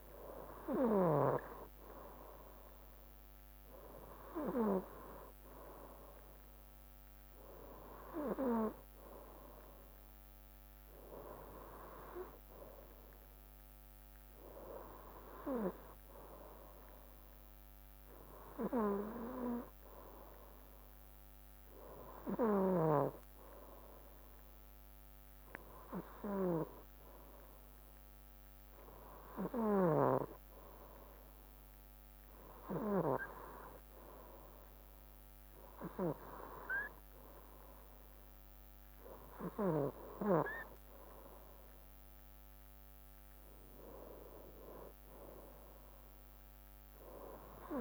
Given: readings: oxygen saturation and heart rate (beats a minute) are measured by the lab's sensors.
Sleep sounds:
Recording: breathing in sleep by a microphone on the trachea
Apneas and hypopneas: none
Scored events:
24.00-38.00 s: drop in pulse transit time (device-marked, heart rate 64 before, 65 extreme)
From the record:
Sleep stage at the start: N2 (light sleep)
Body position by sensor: on the right side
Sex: male

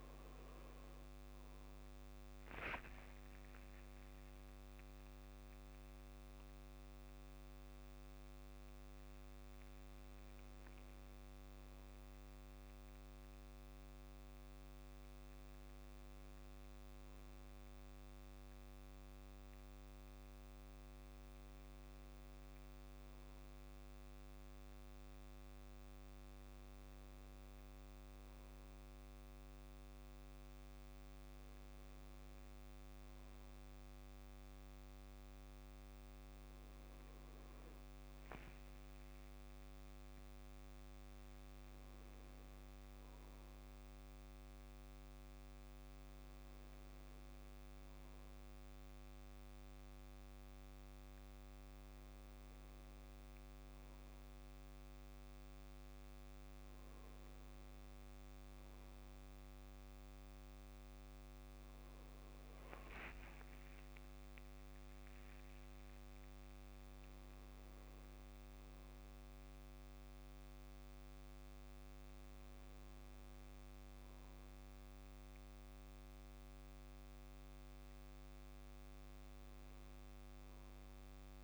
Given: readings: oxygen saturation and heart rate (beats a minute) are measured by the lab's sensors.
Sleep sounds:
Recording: breathing in sleep, hard to hear, by a microphone on the trachea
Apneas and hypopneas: none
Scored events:
2.50-4.50 s: long interval between heartbeats (device-marked, heart rate 60 before, 70 extreme)
3.50-8.50 s: arousal
From the record:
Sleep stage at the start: N2 (light sleep)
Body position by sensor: on the back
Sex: male

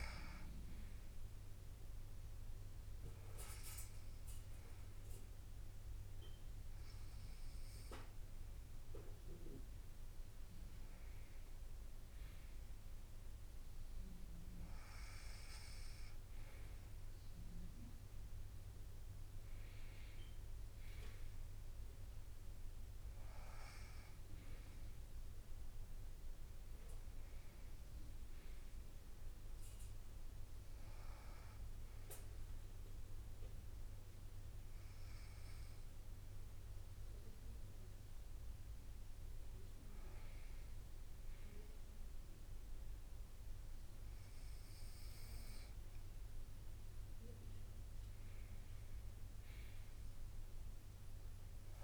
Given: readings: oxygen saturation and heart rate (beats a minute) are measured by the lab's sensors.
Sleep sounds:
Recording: breathing in sleep, hard to hear, by a room microphone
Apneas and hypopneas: none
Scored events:
13.00-51.84 s: new sleep stage, N2 (light sleep)
46.50-48.50 s: long interval between heartbeats (device-marked, heart rate 66 before, 76 extreme)
From the record:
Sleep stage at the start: N1 (lightest sleep)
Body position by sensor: on the right side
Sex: female

